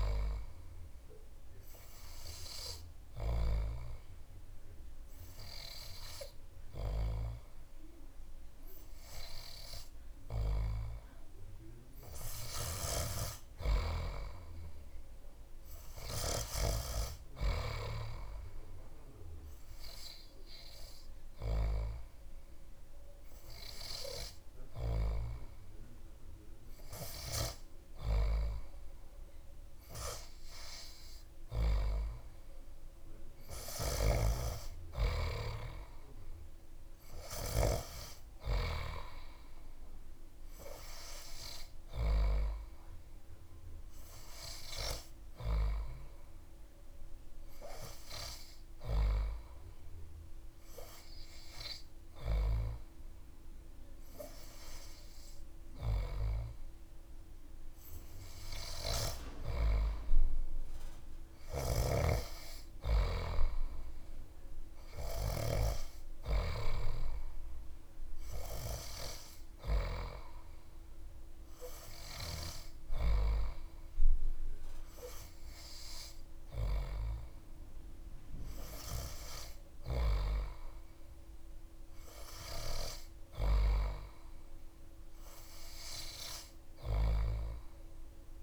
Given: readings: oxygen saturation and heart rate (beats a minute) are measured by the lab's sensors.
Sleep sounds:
breathing in sleep by a room microphone; none
none scored
From the record:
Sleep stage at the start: N3 (deep sleep); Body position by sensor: on the back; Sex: male

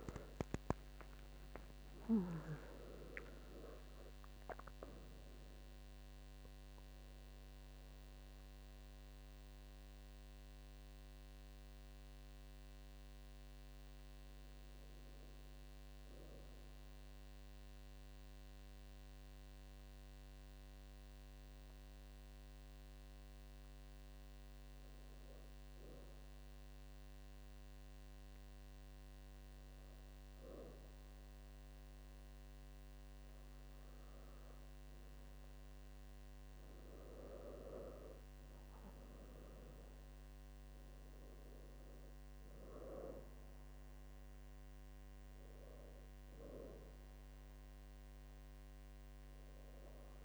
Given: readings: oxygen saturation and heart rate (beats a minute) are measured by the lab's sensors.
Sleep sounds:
breathing in sleep by a microphone on the trachea; 1
14.50-33.00 s: hypopnea (oxygen 98% before, 96% lowest, heart rate 80 before, 67 extreme, up 10 after)
36.00-40.00 s: arousal
From the record:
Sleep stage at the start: N2 (light sleep); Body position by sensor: on the back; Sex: female

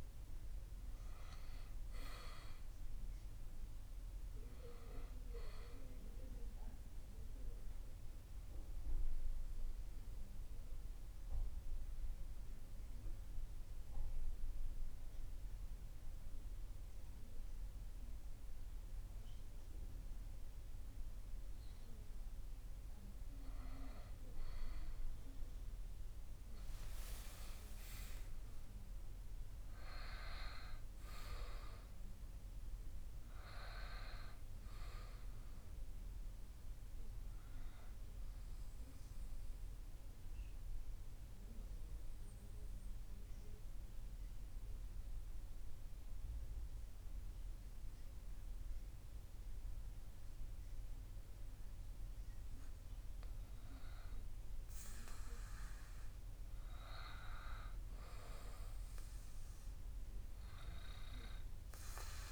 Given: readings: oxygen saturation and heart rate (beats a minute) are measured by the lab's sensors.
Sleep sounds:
breathing in sleep by a room microphone; 2
5.00-62.32 s: new sleep stage, REM sleep
8.00-21.50 s: obstructive apnea (oxygen 96% before, 93% lowest)
23.00-26.00 s: arousal
38.50-52.50 s: obstructive apnea (oxygen 97% before, 95% lowest)
54.50-59.00 s: arousal
From the record:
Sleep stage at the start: N2 (light sleep); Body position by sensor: on the back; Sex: male

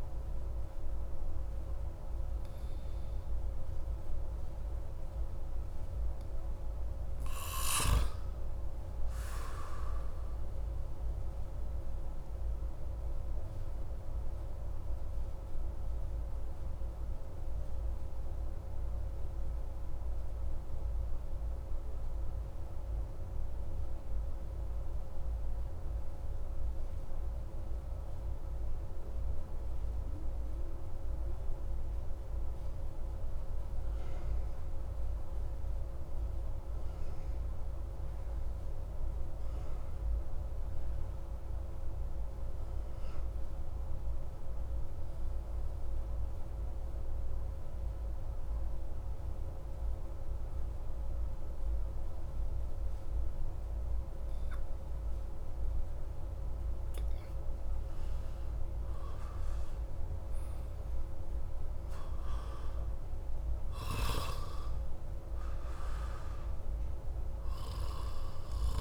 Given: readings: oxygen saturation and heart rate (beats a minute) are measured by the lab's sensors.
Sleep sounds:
breathing in sleep, hard to hear, by a room microphone; 1
0.00-6.00 s: oxygen desaturation (device-marked, oxygen 94% lowest)
13.50-56.00 s: obstructive apnea (oxygen 97% before, 88% lowest)
57.50-62.00 s: arousal
58.00-68.81 s: oxygen desaturation (device-marked, oxygen 96% before, 88% lowest)
From the record:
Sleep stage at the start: N2 (light sleep); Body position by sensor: on the back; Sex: male

